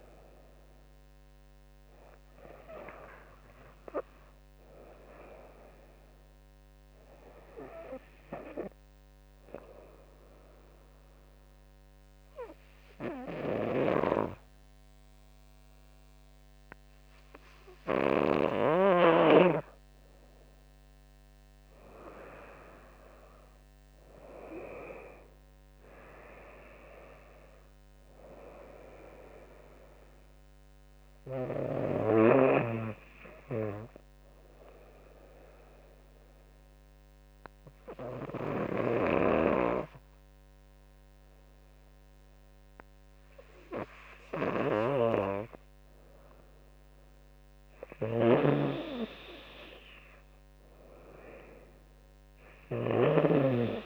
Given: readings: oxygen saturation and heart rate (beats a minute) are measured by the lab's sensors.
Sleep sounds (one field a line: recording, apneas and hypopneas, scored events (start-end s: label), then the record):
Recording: breathing in sleep by a microphone on the trachea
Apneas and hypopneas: 2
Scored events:
0.00-5.00 s: oxygen desaturation (device-marked, oxygen 92% lowest, heart rate 77 extreme)
8.00-19.50 s: obstructive apnea (oxygen 97% before, 93% lowest, heart rate 80 before, 70 extreme, up 5 after)
20.50-24.00 s: arousal
23.00-35.00 s: drop in pulse transit time (device-marked, heart rate 81 before, 74 extreme)
27.00-41.00 s: oxygen desaturation (device-marked, oxygen 97% before, 93% lowest, heart rate 81 before, 70 extreme)
35.00-46.50 s: obstructive apnea (oxygen 97% before, 93% lowest, heart rate 80 before, 70 extreme, up 14 after)
38.50-53.00 s: snoring (device-marked)
48.50-51.50 s: arousal
49.00-53.86 s: drop in pulse transit time (device-marked, heart rate 74 before, 79 extreme)
52.00-53.86 s: oxygen desaturation (device-marked, oxygen 97% before, 94% lowest, heart rate 75 before, 72 extreme)
From the record:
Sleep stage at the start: N2 (light sleep)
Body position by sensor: on the right side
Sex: female